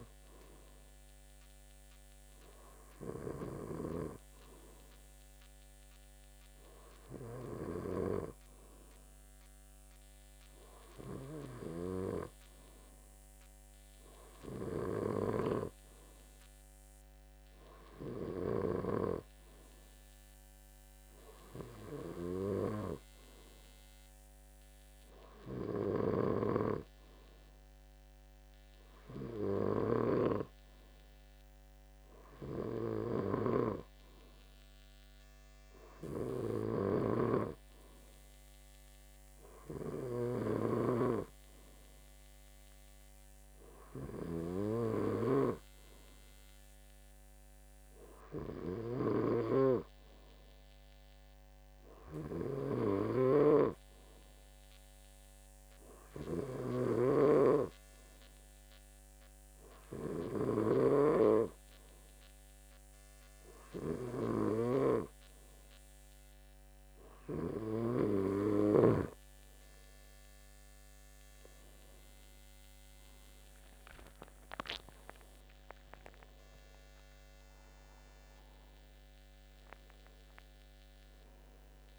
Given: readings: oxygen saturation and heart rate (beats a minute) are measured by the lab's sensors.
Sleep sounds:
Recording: breathing in sleep by a microphone on the trachea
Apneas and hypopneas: 1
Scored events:
3.00-8.00 s: snoring (device-marked)
25.50-68.00 s: snoring (device-marked)
48.50-50.50 s: long interval between heartbeats (device-marked, heart rate 81 before, 73 extreme)
51.00-67.00 s: hypopnea (oxygen 95% before, 93% lowest, heart rate 80 before, 81 extreme, up 8 after)
73.50-77.00 s: arousal
From the record:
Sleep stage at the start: N2 (light sleep)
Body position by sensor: on the back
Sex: male

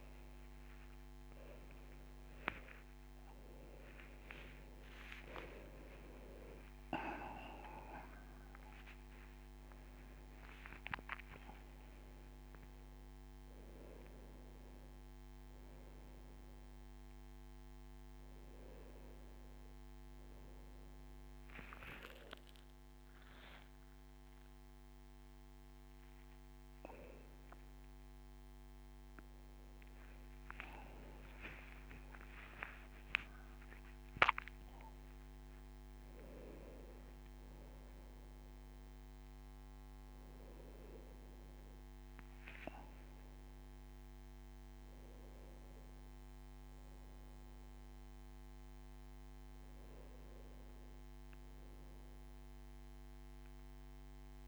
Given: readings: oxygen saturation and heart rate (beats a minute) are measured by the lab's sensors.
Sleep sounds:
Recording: a person awake in a sleep study, by a microphone on the trachea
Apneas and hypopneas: none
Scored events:
34.50-54.48 s: new sleep stage, N1 (lightest sleep)
From the record:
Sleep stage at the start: awake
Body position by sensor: on the right side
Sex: male

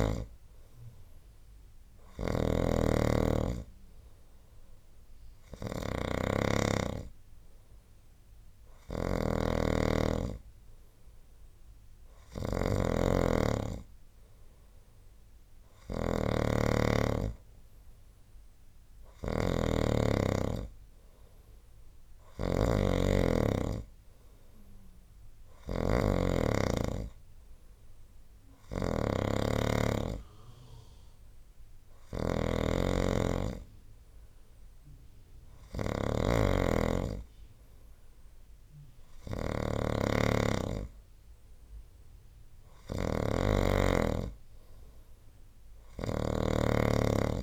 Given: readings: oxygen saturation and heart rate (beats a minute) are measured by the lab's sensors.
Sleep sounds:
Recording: breathing in sleep by a room microphone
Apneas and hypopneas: none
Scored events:
0.00-47.43 s: snoring (device-marked)
From the record:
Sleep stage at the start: N3 (deep sleep)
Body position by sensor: on the right side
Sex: male

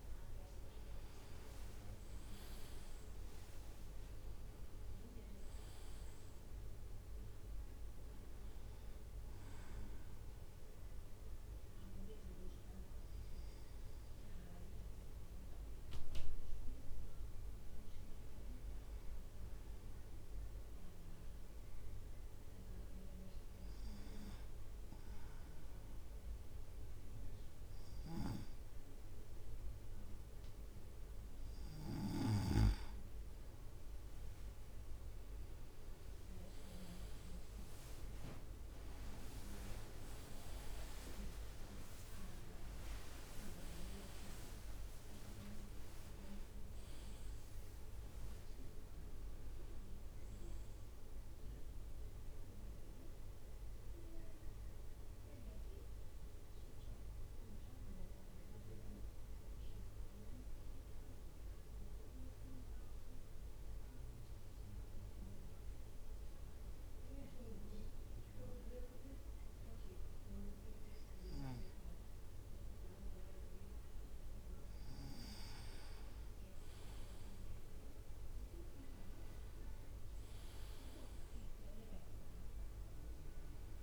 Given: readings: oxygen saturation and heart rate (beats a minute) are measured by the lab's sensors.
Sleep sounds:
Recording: breathing in sleep by a room microphone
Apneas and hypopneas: 2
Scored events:
0.00-4.50 s: leg movement (device-marked)
0.00-13.00 s: drop in pulse transit time (device-marked, heart rate 55 before, 56 extreme)
21.50-32.00 s: hypopnea (oxygen 98% before, 96% lowest, heart rate 57 before, 55 extreme, up 5 after)
35.00-39.00 s: arousal
42.00-57.00 s: drop in pulse transit time (device-marked, heart rate 58 before, 59 extreme)
62.50-73.50 s: hypopnea (oxygen 98% before, 96% lowest, heart rate 64 before, 53 extreme, up 2 after)
76.50-80.00 s: leg movement (device-marked)
78.00-82.50 s: arousal
From the record:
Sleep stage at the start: N2 (light sleep)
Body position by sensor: on the right side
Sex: male

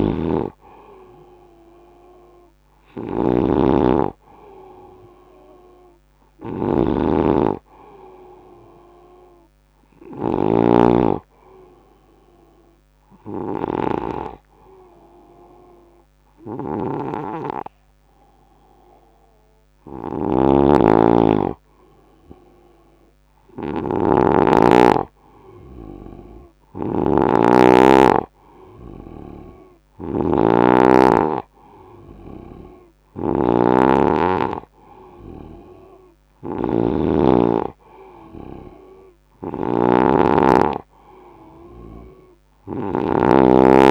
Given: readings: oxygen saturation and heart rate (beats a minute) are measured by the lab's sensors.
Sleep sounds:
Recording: breathing in sleep by a microphone on the trachea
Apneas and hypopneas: none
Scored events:
0.00-13.50 s: oxygen desaturation (device-marked, oxygen 92% lowest, heart rate 72 extreme)
0.00-43.91 s: snoring (device-marked)
From the record:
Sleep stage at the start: N2 (light sleep)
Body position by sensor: on the right side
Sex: male

